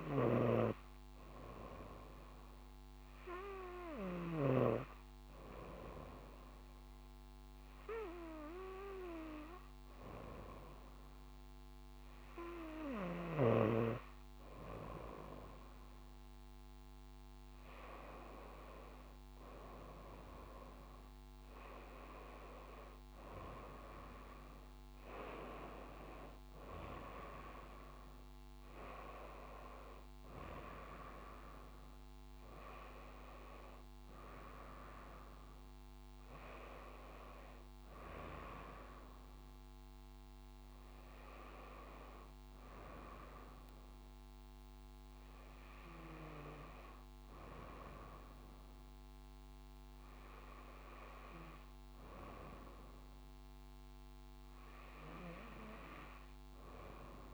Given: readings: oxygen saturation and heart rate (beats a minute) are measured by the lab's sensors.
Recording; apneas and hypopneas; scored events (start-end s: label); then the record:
breathing in sleep by a microphone on the trachea; none
0.00-5.00 s: snoring (device-marked)
17.00-20.50 s: arousal
From the record:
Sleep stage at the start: N2 (light sleep); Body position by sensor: on the front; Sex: female